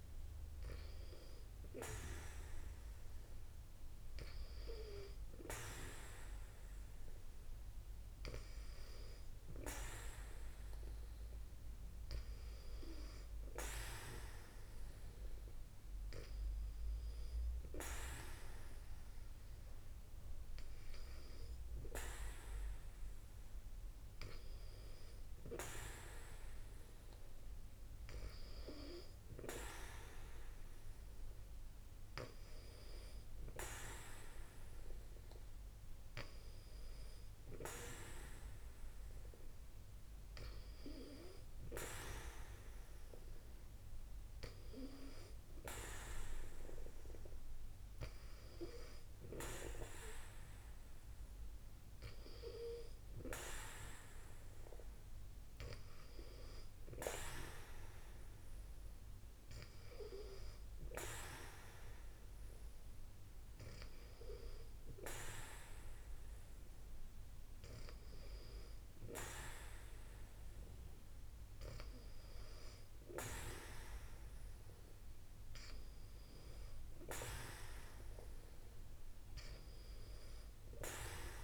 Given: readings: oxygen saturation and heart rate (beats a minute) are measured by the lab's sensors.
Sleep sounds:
breathing in sleep by a room microphone; none
none scored
From the record:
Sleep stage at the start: N2 (light sleep); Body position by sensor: on the back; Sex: female

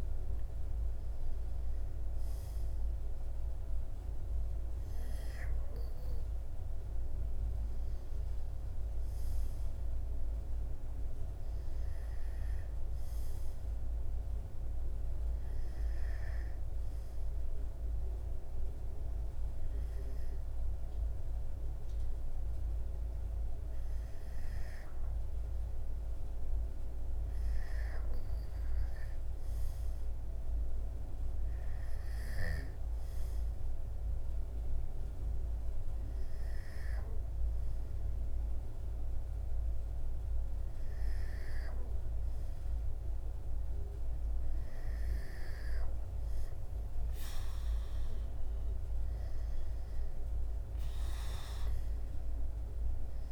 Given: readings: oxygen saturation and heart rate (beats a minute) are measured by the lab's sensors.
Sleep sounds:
breathing in sleep, hard to hear, by a room microphone; none
0.00-5.00 s: oxygen desaturation (device-marked, oxygen 92% lowest, heart rate 64 extreme)
From the record:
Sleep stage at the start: N2 (light sleep); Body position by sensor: on the back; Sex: male

